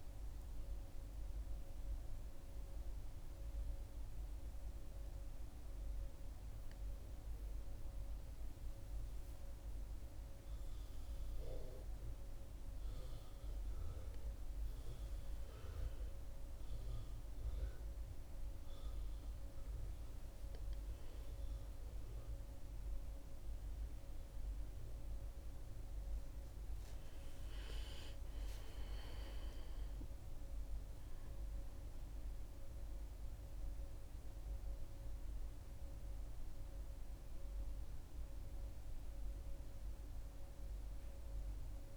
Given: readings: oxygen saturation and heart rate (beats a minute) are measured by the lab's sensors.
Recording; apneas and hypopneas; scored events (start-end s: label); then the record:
a person awake in a sleep study, hard to hear, by a room microphone; none
1.00-31.00 s: new sleep stage, awake
31.00-41.97 s: new sleep stage, N1 (lightest sleep)
From the record:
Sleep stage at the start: N1 (lightest sleep); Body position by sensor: on the back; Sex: female